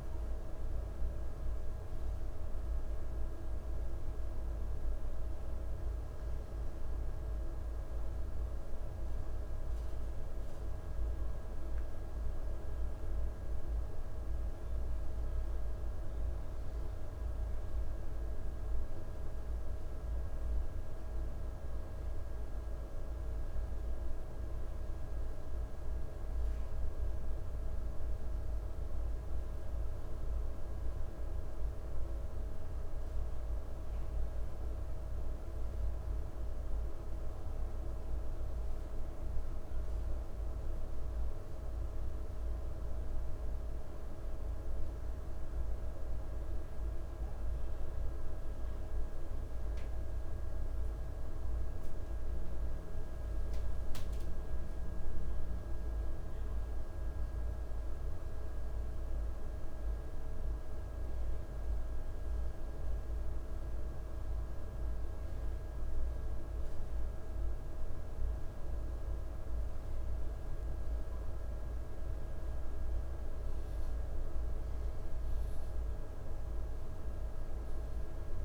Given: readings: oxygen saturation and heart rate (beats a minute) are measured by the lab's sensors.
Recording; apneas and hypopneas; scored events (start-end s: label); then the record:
breathing in sleep, hard to hear, by a room microphone; none
6.00-78.45 s: new sleep stage, N2 (light sleep)
From the record:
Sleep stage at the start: N1 (lightest sleep); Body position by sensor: on the right side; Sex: male